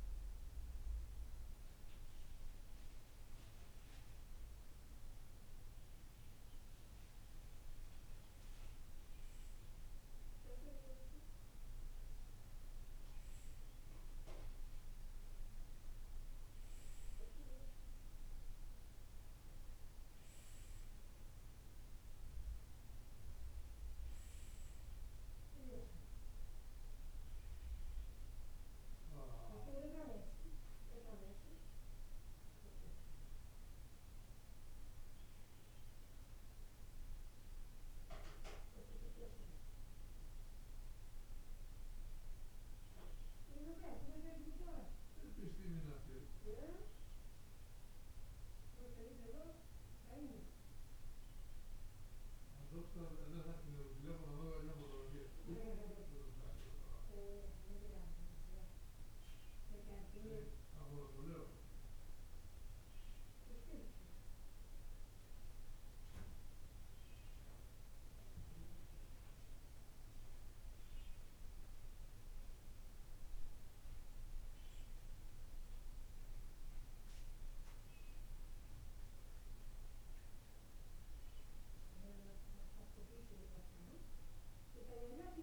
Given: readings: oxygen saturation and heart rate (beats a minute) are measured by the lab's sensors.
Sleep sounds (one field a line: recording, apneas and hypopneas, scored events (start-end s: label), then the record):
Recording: breathing in sleep by a room microphone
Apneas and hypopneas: none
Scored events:
none scored
From the record:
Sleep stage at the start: N2 (light sleep)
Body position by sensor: on the right side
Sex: male